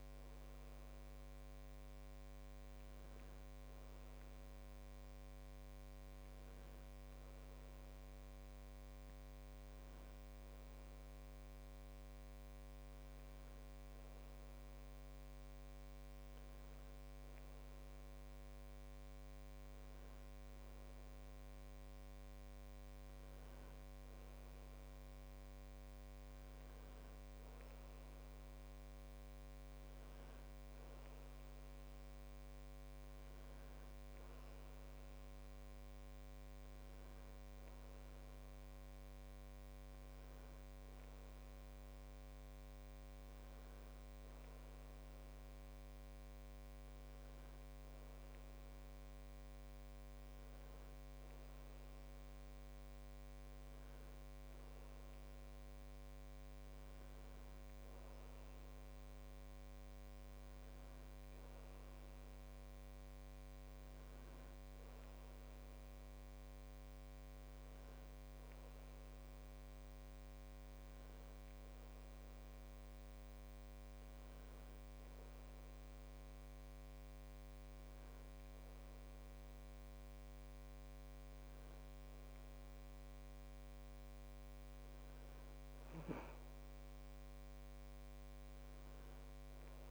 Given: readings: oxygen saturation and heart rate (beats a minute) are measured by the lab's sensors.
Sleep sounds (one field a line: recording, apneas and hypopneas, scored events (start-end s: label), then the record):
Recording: breathing in sleep, hard to hear, by a microphone on the trachea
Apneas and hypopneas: none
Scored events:
none scored
From the record:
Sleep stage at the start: N1 (lightest sleep)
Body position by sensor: on the back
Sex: male